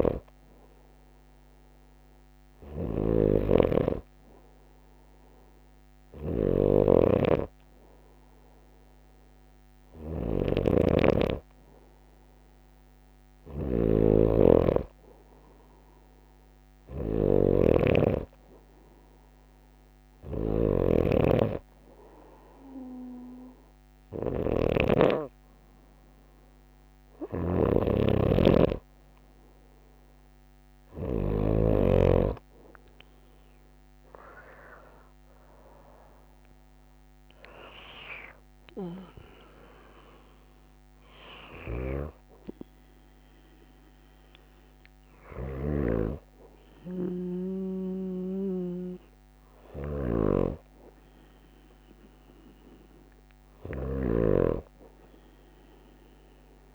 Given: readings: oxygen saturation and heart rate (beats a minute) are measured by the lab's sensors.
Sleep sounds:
breathing in sleep by a microphone on the trachea; none
10.00-17.00 s: snoring (device-marked)
23.50-31.00 s: snoring (device-marked)
From the record:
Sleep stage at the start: N2 (light sleep); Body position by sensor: on the right side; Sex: female

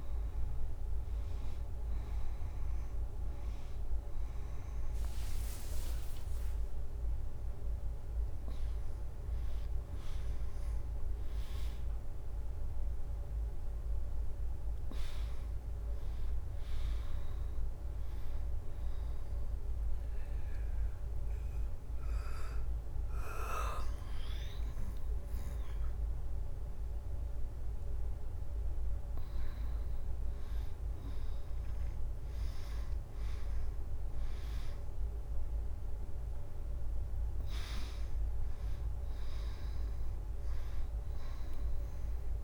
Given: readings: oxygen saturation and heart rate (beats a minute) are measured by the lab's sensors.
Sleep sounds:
a person awake in a sleep study, hard to hear, by a room microphone; none
none scored
From the record:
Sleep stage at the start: awake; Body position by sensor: on the right side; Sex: female

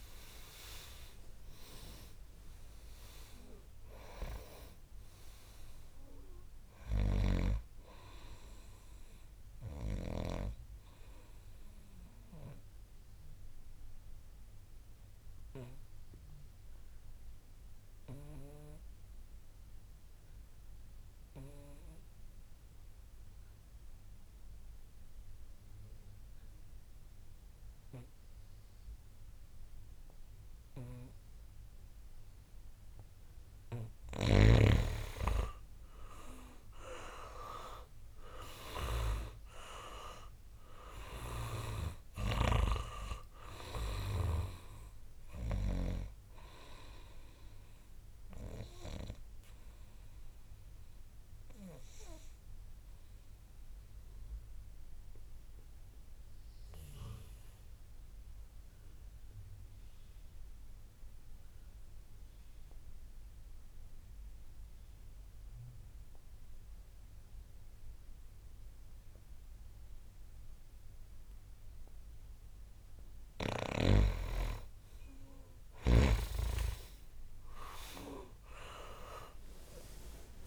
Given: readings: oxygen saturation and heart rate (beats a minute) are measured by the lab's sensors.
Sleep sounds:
breathing in sleep by a room microphone; 2
0.00-1.00 s: arousal
0.00-27.00 s: oxygen desaturation (device-marked, oxygen 85% lowest, heart rate 55 extreme)
11.50-33.50 s: obstructive apnea (oxygen 99% before, 82% lowest, heart rate 71 before, 59 extreme, up 12 after)
36.50-40.00 s: arousal
37.00-64.00 s: oxygen desaturation (device-marked, oxygen 99% before, 82% lowest, heart rate 66 before, 59 extreme)
42.50-46.00 s: snoring (device-marked)
49.00-71.50 s: obstructive apnea (oxygen 99% before, 82% lowest, heart rate 72 before, 63 extreme, up 6 after)
73.00-80.47 s: oxygen desaturation (device-marked, oxygen 99% before, 83% lowest, heart rate 68 before, 63 extreme)
75.00-79.50 s: arousal
From the record:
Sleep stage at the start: N2 (light sleep); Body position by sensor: on the back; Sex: male

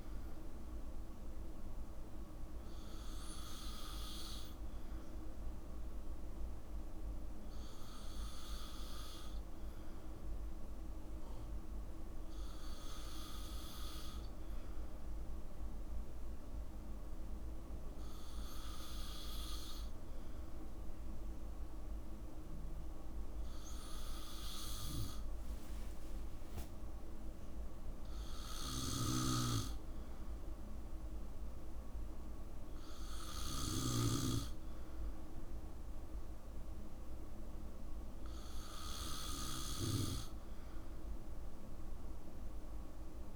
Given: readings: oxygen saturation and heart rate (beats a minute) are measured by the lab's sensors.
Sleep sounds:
breathing in sleep by a room microphone; none
26.50-28.50 s: long interval between heartbeats (device-marked, heart rate 62 before, 77 extreme)
From the record:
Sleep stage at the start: N2 (light sleep); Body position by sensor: on the back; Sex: male

